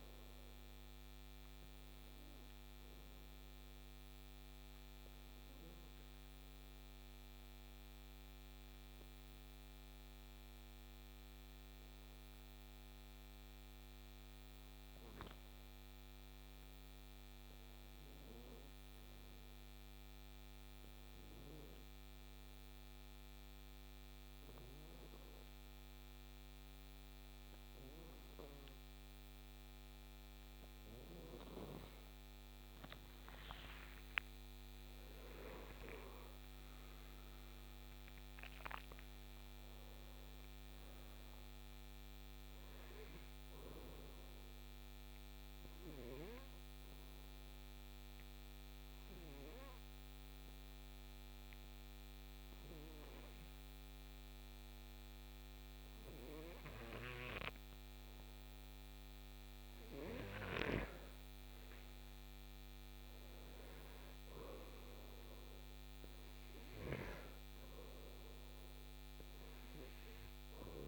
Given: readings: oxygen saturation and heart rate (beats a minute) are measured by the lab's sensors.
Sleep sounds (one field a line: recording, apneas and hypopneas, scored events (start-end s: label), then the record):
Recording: breathing in sleep by a microphone on the trachea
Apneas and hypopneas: 2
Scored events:
0.00-16.00 s: oxygen desaturation (device-marked, oxygen 87% lowest, heart rate 54 extreme)
19.00-31.50 s: hypopnea (oxygen 98% before, 92% lowest, heart rate 62 before, 54 extreme, up 55 after)
33.00-38.00 s: arousal
46.50-60.00 s: obstructive apnea (oxygen 98% before, 88% lowest, heart rate 77 before, 55 extreme, up 22 after)
61.50-65.00 s: arousal
From the record:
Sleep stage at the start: N2 (light sleep)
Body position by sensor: on the right side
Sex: male